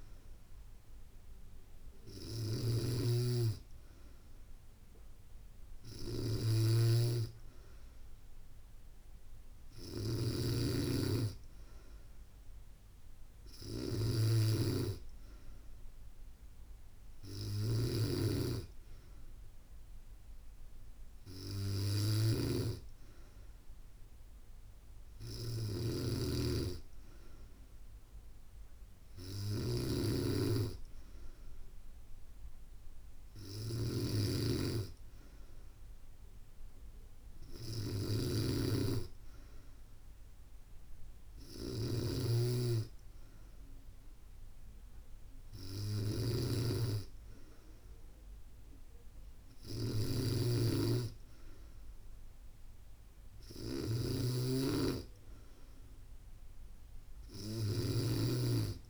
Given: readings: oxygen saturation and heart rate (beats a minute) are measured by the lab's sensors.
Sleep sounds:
breathing in sleep by a room microphone; none
0.00-58.90 s: snoring (device-marked)
From the record:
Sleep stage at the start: N2 (light sleep); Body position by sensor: on the back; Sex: female

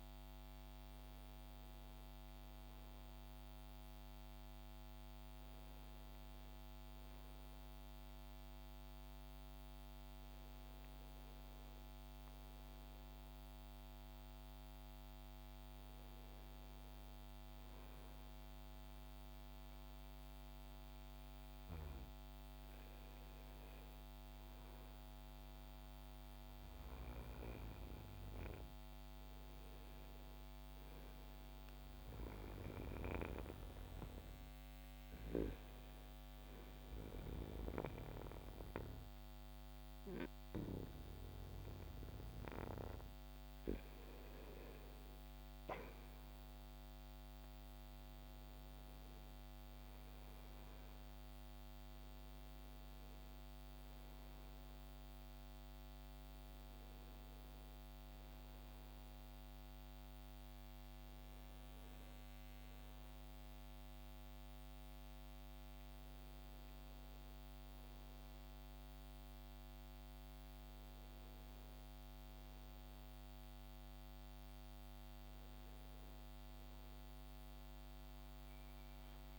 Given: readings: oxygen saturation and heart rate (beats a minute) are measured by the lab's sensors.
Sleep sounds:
breathing in sleep by a microphone on the trachea; none
none scored
From the record:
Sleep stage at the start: N1 (lightest sleep); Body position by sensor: on the back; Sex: male

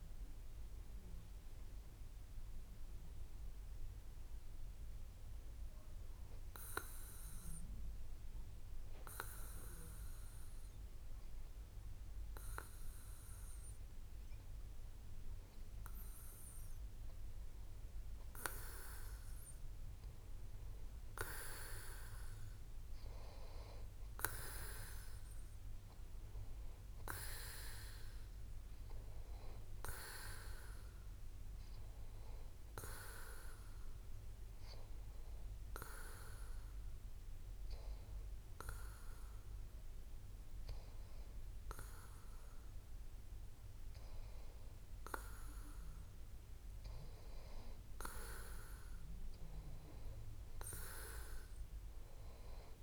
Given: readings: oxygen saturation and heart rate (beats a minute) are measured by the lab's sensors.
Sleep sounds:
breathing in sleep by a room microphone; 1
7.00-17.00 s: hypopnea (oxygen 93% before, 91% lowest)
19.50-22.50 s: arousal
From the record:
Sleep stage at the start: N2 (light sleep); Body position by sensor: on the back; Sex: male

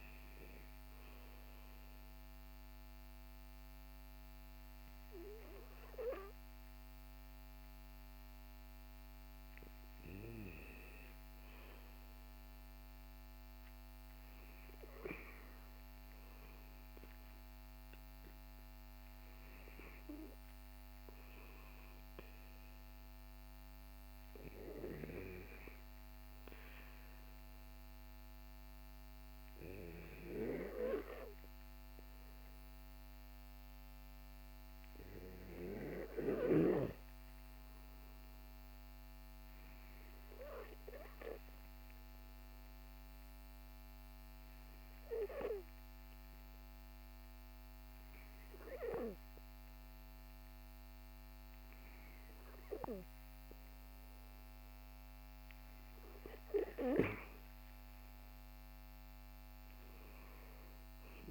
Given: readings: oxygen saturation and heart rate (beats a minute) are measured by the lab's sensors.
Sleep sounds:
breathing in sleep by a microphone on the trachea; 2
1.00-11.50 s: obstructive apnea (oxygen 97% before, 94% lowest, heart rate 65 before, 55 extreme, up 5 after)
15.50-20.00 s: arousal
42.00-54.50 s: hypopnea (oxygen 97% before, 94% lowest, heart rate 58 before, 48 extreme, up 19 after)
57.00-60.50 s: arousal
From the record:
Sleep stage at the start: N2 (light sleep); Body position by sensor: on the back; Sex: male

